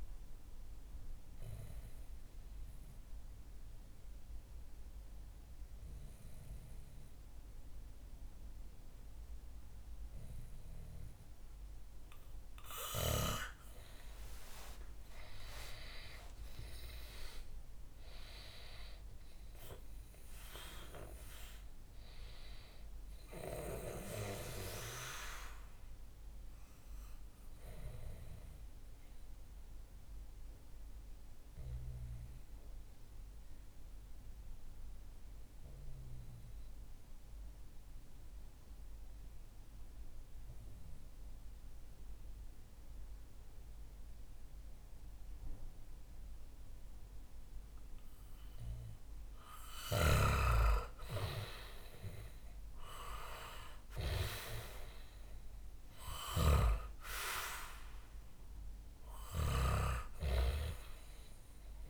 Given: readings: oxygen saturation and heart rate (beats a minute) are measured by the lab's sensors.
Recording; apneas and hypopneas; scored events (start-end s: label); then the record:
breathing in sleep by a room microphone; 2
0.00-14.50 s: oxygen desaturation (device-marked, oxygen 91% lowest, heart rate 61 extreme)
1.00-13.00 s: obstructive apnea (oxygen 98% before, 90% lowest, heart rate 65 before, 61 extreme, up 10 after)
14.50-18.00 s: arousal
28.50-47.00 s: obstructive apnea (oxygen 97% before, 90% lowest, heart rate 68 before, 61 extreme, up 8 after)
50.50-55.50 s: arousal
50.50-61.90 s: oxygen desaturation (device-marked, oxygen 97% before, 90% lowest, heart rate 62 before, 62 extreme)
55.50-59.50 s: snoring (device-marked)
From the record:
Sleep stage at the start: N2 (light sleep); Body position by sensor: on the back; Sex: male